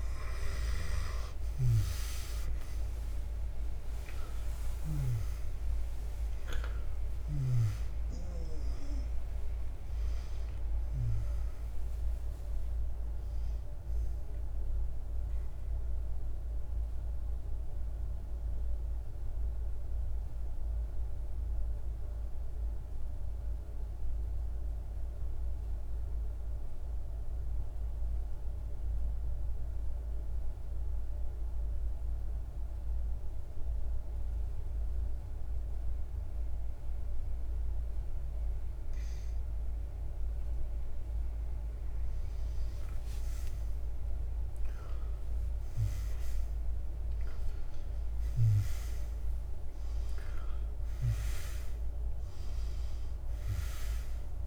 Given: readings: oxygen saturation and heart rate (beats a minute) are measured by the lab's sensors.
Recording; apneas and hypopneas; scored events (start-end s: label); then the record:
breathing in sleep by a room microphone; 1
0.00-4.00 s: snoring (device-marked)
0.00-4.50 s: arousal
0.00-24.50 s: oxygen desaturation (device-marked, oxygen 90% lowest, heart rate 49 extreme)
16.00-39.50 s: mixed apnea (oxygen 97% before, 90% lowest, heart rate 67 before, 49 extreme, up 14 after)
41.50-54.47 s: oxygen desaturation (device-marked, oxygen 99% before, 90% lowest, heart rate 51 before, 48 extreme)
42.00-47.00 s: arousal
From the record:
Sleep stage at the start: N2 (light sleep); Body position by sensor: on the back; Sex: male